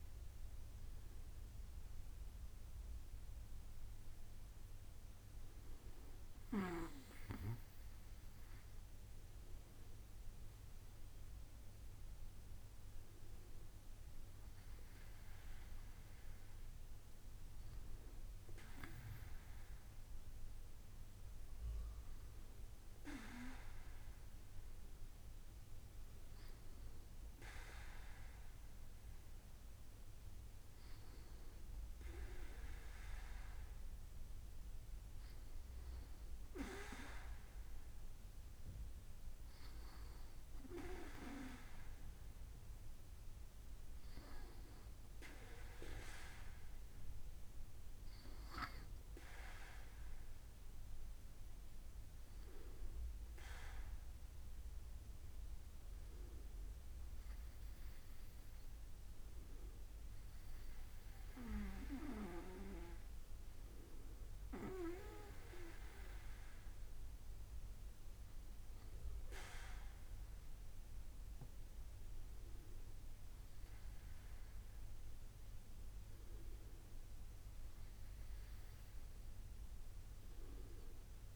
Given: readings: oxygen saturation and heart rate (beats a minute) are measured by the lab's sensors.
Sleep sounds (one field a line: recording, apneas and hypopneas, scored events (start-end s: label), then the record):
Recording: breathing in sleep by a room microphone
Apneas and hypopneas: none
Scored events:
none scored
From the record:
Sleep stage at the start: N2 (light sleep)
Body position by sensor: on the back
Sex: male